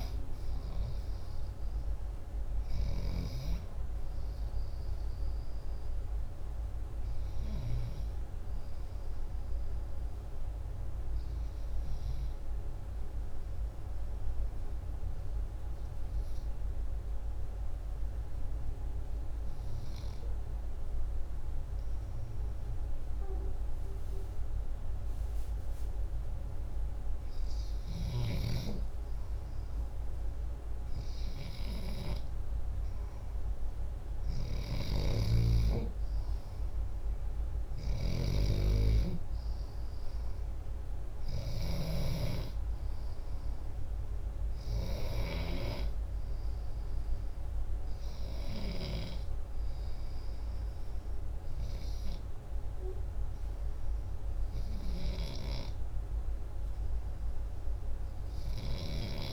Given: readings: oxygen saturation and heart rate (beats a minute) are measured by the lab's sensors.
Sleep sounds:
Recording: breathing in sleep by a room microphone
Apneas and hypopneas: 1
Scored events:
13.00-26.00 s: obstructive apnea (oxygen 91% before, 90% lowest, heart rate 128 before, 75 extreme, up 36 after)
27.00-31.50 s: arousal
29.00-38.00 s: oxygen desaturation (device-marked, oxygen 94% before, 90% lowest, heart rate 159 before, 75 extreme)
From the record:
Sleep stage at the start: N2 (light sleep)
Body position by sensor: upright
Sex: male

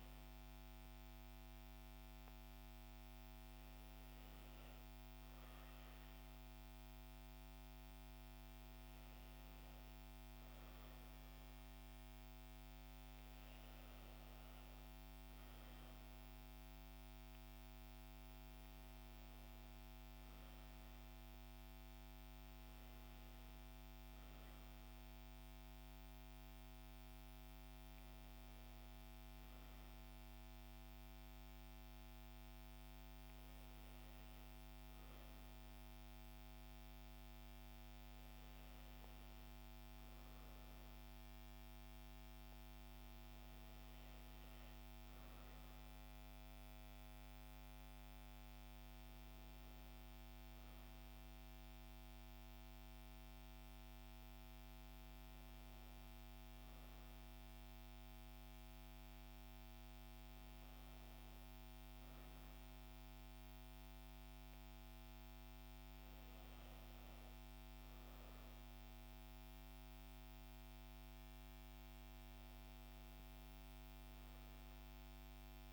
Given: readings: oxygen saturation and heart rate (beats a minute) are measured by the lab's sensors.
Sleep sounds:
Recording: breathing in sleep, hard to hear, by a microphone on the trachea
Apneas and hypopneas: none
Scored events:
none scored
From the record:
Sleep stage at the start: N2 (light sleep)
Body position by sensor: on the back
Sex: female

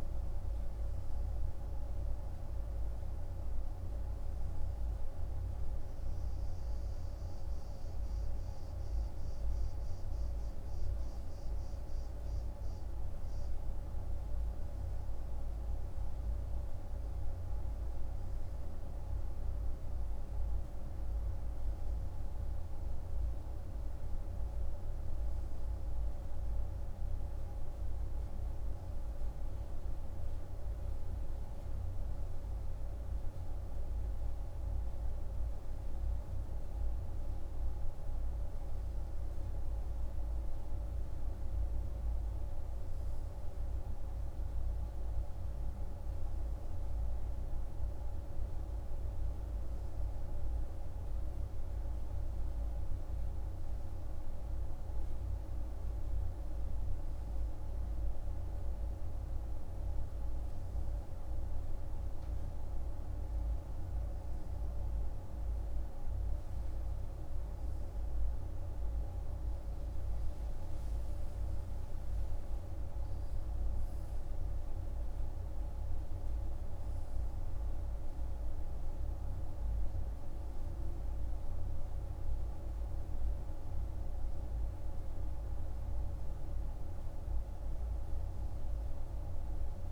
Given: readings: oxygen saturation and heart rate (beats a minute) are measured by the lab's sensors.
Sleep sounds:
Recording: breathing in sleep, hard to hear, by a room microphone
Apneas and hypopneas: none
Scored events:
51.50-81.50 s: new sleep stage, N3 (deep sleep)
81.50-89.92 s: new sleep stage, N2 (light sleep)
From the record:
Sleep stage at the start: N2 (light sleep)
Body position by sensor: on the right side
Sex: male

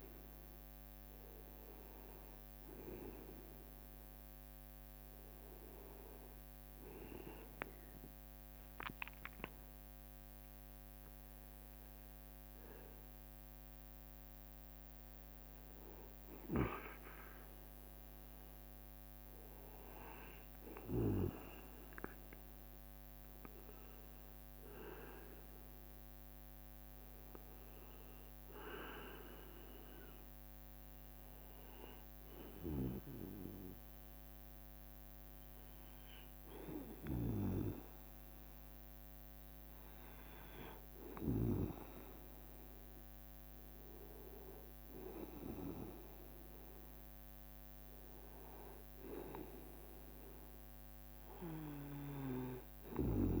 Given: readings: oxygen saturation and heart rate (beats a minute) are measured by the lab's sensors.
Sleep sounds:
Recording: a person partly awake in a sleep study, by a microphone on the trachea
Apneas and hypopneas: none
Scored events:
18.50-21.00 s: leg movement (device-marked)
23.00-25.00 s: leg movement (device-marked)
24.00-53.40 s: new sleep stage, N2 (light sleep)
From the record:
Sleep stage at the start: awake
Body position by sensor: on the right side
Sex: male

